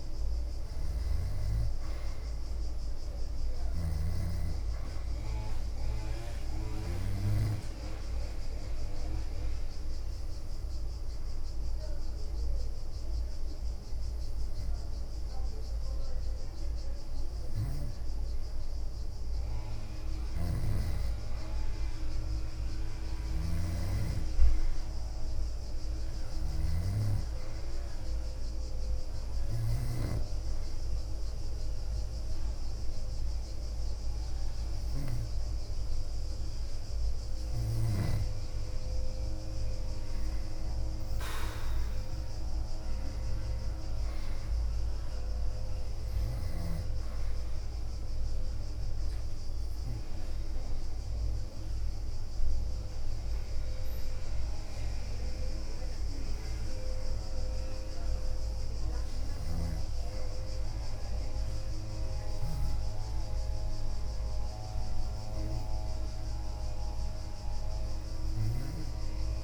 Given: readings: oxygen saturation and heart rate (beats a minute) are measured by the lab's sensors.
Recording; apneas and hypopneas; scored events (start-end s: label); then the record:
breathing in sleep by a room microphone; 3
0.00-1.50 s: arousal
0.00-4.50 s: leg movement (device-marked)
2.50-21.50 s: oxygen desaturation (device-marked, oxygen 96% before, 89% lowest, heart rate 66 before, 59 extreme)
7.50-15.00 s: leg movement (device-marked)
7.50-19.00 s: obstructive apnea (oxygen 97% before, 89% lowest, heart rate 67 before, 59 extreme, up 11 after)
10.50-12.50 s: bradycardia (device-marked, heart rate 67 before, 62 extreme)
17.00-24.00 s: leg movement (device-marked)
20.00-23.50 s: snoring (device-marked)
22.00-24.50 s: arousal
27.00-31.00 s: leg movement (device-marked)
27.50-38.50 s: obstructive apnea (oxygen 96% before, 90% lowest, heart rate 64 before, 58 extreme, up 6 after)
33.00-40.00 s: leg movement (device-marked)
40.00-43.50 s: arousal
43.50-50.50 s: leg movement (device-marked)
47.50-57.50 s: obstructive apnea (oxygen 96% before, 90% lowest, heart rate 69 before, 58 extreme, up 7 after)
49.50-54.50 s: bradycardia (device-marked, heart rate 66 before, 58 extreme)
51.50-60.50 s: oxygen desaturation (device-marked, oxygen 94% before, 90% lowest, heart rate 69 before, 61 extreme)
54.00-60.00 s: leg movement (device-marked)
61.50-66.00 s: arousal
66.00-69.44 s: leg movement (device-marked)
From the record:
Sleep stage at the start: N2 (light sleep); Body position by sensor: on the back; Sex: female